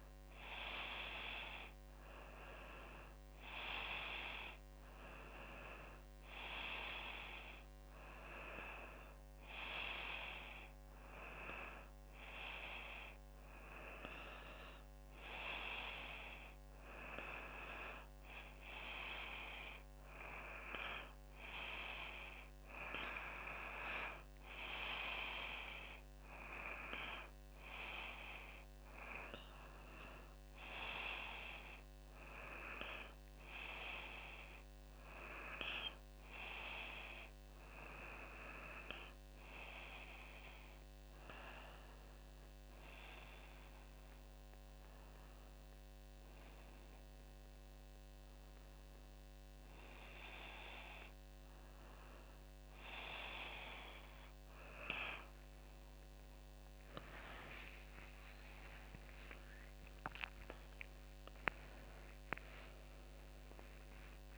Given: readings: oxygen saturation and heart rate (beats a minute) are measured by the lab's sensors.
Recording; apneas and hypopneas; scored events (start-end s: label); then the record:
breathing in sleep by a microphone on the trachea; none
57.50-62.00 s: arousal
From the record:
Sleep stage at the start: N2 (light sleep); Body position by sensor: on the back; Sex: female